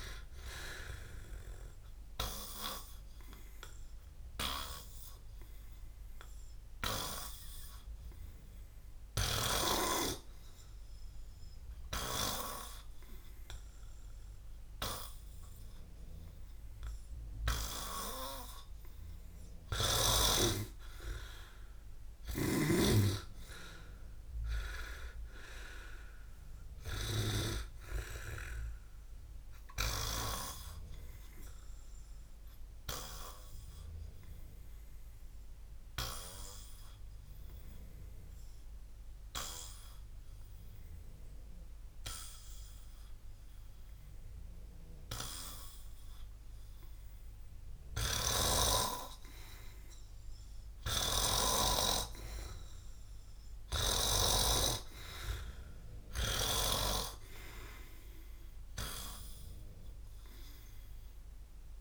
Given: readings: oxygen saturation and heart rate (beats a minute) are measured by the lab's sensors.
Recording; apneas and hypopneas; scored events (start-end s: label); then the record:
breathing in sleep by a room microphone; 2
3.50-12.50 s: oxygen desaturation (device-marked, oxygen 97% before, 91% lowest, heart rate 61 before, 58 extreme)
8.00-18.00 s: hypopnea (oxygen 97% before, 89% lowest, heart rate 62 before, 58 extreme, up 16 after)
21.50-28.50 s: oxygen desaturation (device-marked, oxygen 92% before, 89% lowest, heart rate 68 before, 57 extreme)
22.00-27.50 s: snoring (device-marked)
25.00-30.50 s: arousal
36.00-48.50 s: hypopnea (oxygen 98% before, 91% lowest, heart rate 71 before, 57 extreme, up 7 after)
48.00-51.50 s: snoring (device-marked)
52.00-56.50 s: arousal
53.50-61.81 s: oxygen desaturation (device-marked, oxygen 100% before, 91% lowest, heart rate 59 before, 57 extreme)
From the record:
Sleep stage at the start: N2 (light sleep); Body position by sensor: on the back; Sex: male